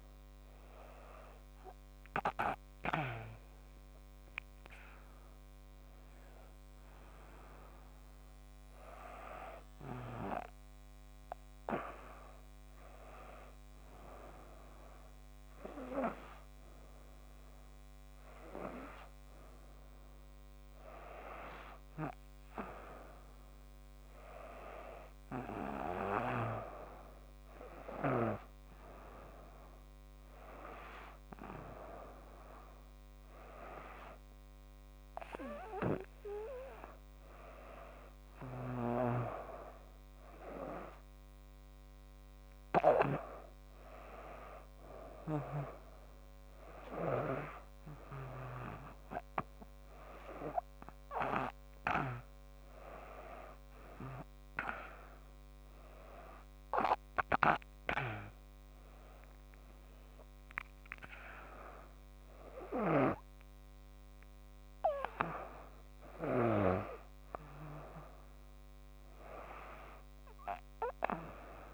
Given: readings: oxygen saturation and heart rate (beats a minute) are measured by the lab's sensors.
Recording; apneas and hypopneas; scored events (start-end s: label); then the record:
breathing in sleep by a microphone on the trachea; none
38.50-43.00 s: snoring (device-marked)
62.50-66.50 s: snoring (device-marked)
From the record:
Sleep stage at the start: N2 (light sleep); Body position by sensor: on the back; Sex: female